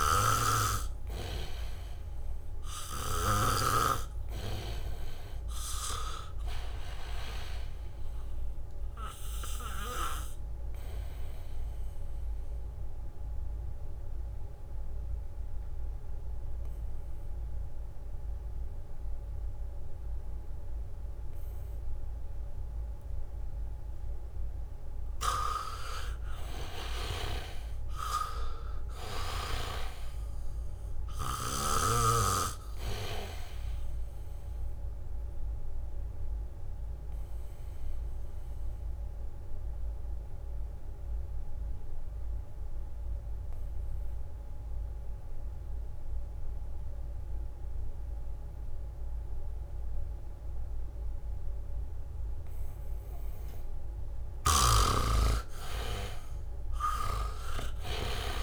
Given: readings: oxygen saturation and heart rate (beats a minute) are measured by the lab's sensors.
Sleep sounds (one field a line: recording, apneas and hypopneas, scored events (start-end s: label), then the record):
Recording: breathing in sleep by a room microphone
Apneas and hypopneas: 2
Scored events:
0.00-1.00 s: arousal
0.00-2.00 s: leg movement (device-marked)
0.00-4.00 s: snoring (device-marked)
3.00-19.00 s: oxygen desaturation (device-marked, oxygen 99% before, 88% lowest, heart rate 75 before, 71 extreme)
10.50-24.50 s: obstructive apnea (oxygen 99% before, 83% lowest, heart rate 75 before, 71 extreme, up 4 after)
27.00-30.50 s: arousal
30.00-47.00 s: oxygen desaturation (device-marked, oxygen 96% before, 85% lowest, heart rate 74 before, 70 extreme)
37.50-54.00 s: obstructive apnea (oxygen 96% before, 82% lowest, heart rate 73 before, 70 extreme, up 3 after)
54.50-58.43 s: snoring (device-marked)
55.00-58.43 s: leg movement (device-marked)
56.00-58.43 s: arousal
57.00-58.43 s: oxygen desaturation (device-marked, oxygen 98% before, 83% lowest, heart rate 73 before, 65 extreme)
From the record:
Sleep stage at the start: N2 (light sleep)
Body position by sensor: on the back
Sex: male